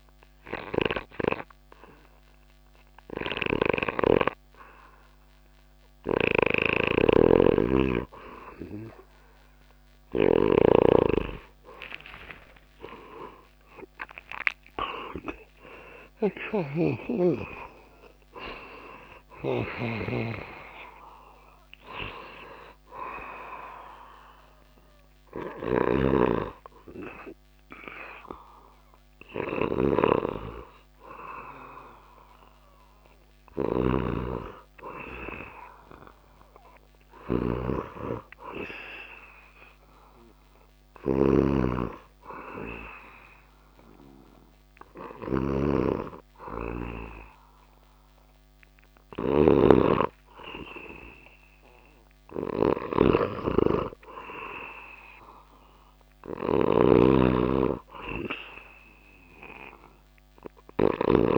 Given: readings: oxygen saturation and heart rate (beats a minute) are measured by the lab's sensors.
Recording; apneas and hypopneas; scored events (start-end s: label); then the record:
breathing in sleep by a microphone on the trachea; none
0.00-5.50 s: oxygen desaturation (device-marked, oxygen 92% lowest)
5.00-9.50 s: snoring (device-marked)
8.50-31.50 s: tachycardia (device-marked)
10.50-15.00 s: arousal
11.50-22.50 s: oxygen desaturation (device-marked, oxygen 95% before, 86% lowest)
15.50-19.00 s: snoring (device-marked)
24.50-43.50 s: oxygen desaturation (device-marked, oxygen 96% before, 81% lowest)
25.00-61.38 s: snoring (device-marked)
59.00-61.38 s: arousal
From the record:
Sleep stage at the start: N2 (light sleep); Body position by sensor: on the back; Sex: male